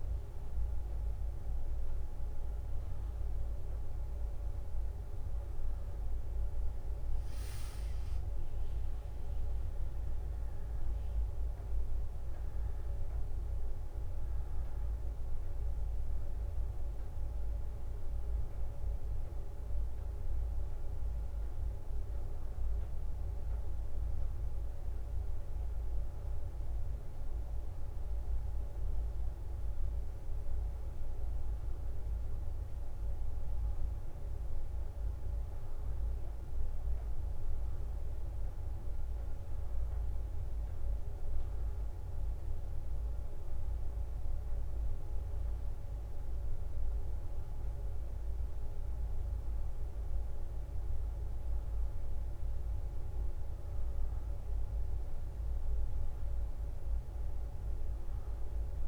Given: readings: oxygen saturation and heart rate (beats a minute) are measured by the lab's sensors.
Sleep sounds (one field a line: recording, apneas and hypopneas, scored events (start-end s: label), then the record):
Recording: a person awake in a sleep study, hard to hear, by a room microphone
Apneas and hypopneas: none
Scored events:
1.00-5.50 s: leg movement (device-marked)
6.50-11.00 s: leg movement (device-marked)
11.50-15.50 s: leg movement (device-marked)
17.00-26.50 s: leg movement (device-marked)
27.00-31.00 s: leg movement (device-marked)
31.50-35.50 s: leg movement (device-marked)
36.50-41.50 s: leg movement (device-marked)
42.50-46.50 s: leg movement (device-marked)
47.50-57.50 s: leg movement (device-marked)
From the record:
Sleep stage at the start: awake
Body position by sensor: on the back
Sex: female